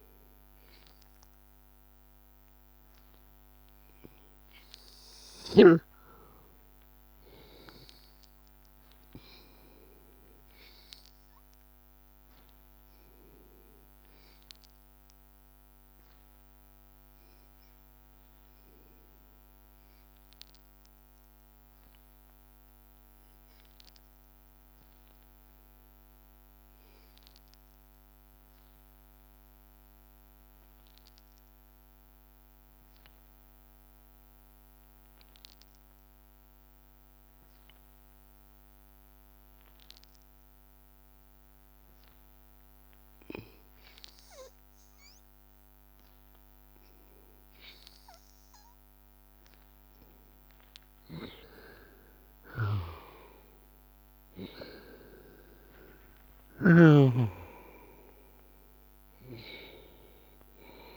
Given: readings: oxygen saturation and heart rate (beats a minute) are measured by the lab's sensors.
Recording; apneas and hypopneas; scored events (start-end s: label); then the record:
breathing in sleep by a microphone on the trachea; 1
0.00-2.50 s: arousal
11.50-48.50 s: obstructive apnea (oxygen 98% before, 91% lowest, heart rate 82 before, 81 extreme, up 2 after)
37.50-60.96 s: oxygen desaturation (device-marked, oxygen 97% before, 91% lowest, heart rate 81 before, 82 extreme)
52.00-56.50 s: arousal
From the record:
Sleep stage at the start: N2 (light sleep); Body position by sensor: on the back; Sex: male